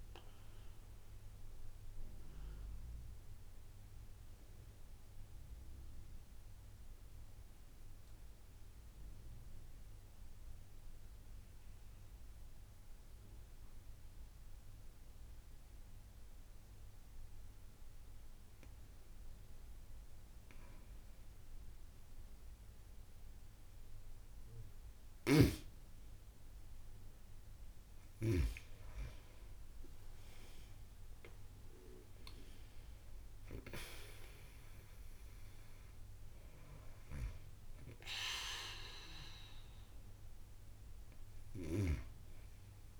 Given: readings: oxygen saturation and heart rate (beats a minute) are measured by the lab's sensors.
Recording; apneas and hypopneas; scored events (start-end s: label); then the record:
breathing in sleep by a room microphone; 1
0.00-9.00 s: oxygen desaturation (device-marked, oxygen 90% lowest)
0.50-19.00 s: central apnea (oxygen 96% before, 90% lowest)
24.00-29.00 s: arousal
28.00-43.00 s: oxygen desaturation (device-marked, oxygen 97% before, 93% lowest)
From the record:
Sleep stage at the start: N2 (light sleep); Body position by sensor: on the back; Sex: female